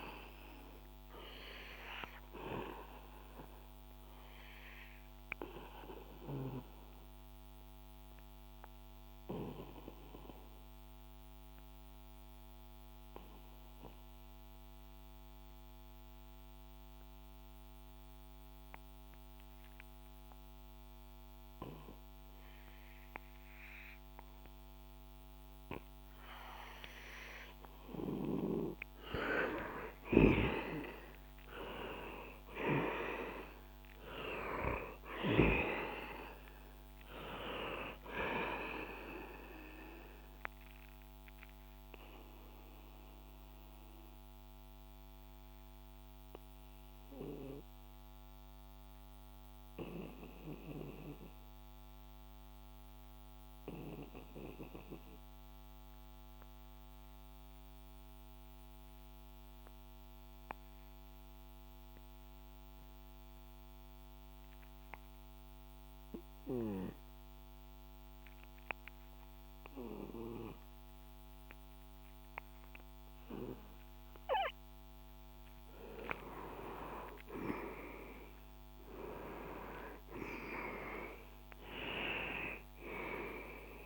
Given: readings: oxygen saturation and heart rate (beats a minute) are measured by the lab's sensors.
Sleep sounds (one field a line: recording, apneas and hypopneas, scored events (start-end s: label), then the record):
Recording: breathing in sleep by a microphone on the trachea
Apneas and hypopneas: 2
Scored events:
0.00-24.00 s: oxygen desaturation (device-marked, oxygen 89% lowest, heart rate 61 extreme)
3.50-26.50 s: obstructive apnea (oxygen 98% before, 89% lowest, heart rate 65 before, 60 extreme, up 9 after)
28.50-32.50 s: arousal
39.00-74.00 s: obstructive apnea (oxygen 97% before, 87% lowest, heart rate 68 before, 60 extreme, up 7 after)
41.00-59.00 s: oxygen desaturation (device-marked, oxygen 96% before, 90% lowest, heart rate 69 before, 60 extreme)
76.00-80.50 s: arousal
76.00-83.86 s: oxygen desaturation (device-marked, oxygen 97% before, 92% lowest, heart rate 64 before, 60 extreme)
From the record:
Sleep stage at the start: N2 (light sleep)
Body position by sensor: on the back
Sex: male